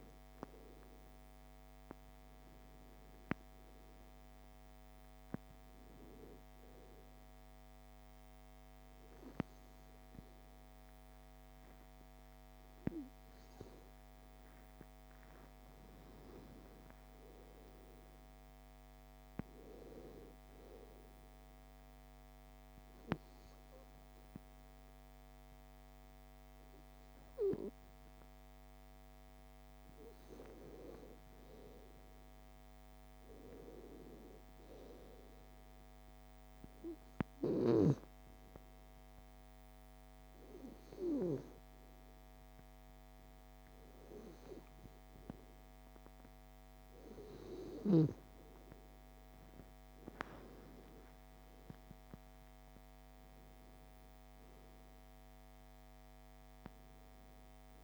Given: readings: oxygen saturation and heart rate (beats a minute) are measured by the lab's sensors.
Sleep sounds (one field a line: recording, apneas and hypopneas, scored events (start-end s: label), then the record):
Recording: breathing in sleep by a microphone on the trachea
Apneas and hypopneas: 1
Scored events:
0.00-19.00 s: oxygen desaturation (device-marked, oxygen 93% lowest)
20.50-30.50 s: obstructive apnea (oxygen 97% before, 93% lowest)
33.50-36.00 s: arousal
44.00-54.00 s: oxygen desaturation (device-marked, oxygen 96% before, 93% lowest)
51.50-55.50 s: arousal
From the record:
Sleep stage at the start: N2 (light sleep)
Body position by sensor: on the back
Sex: female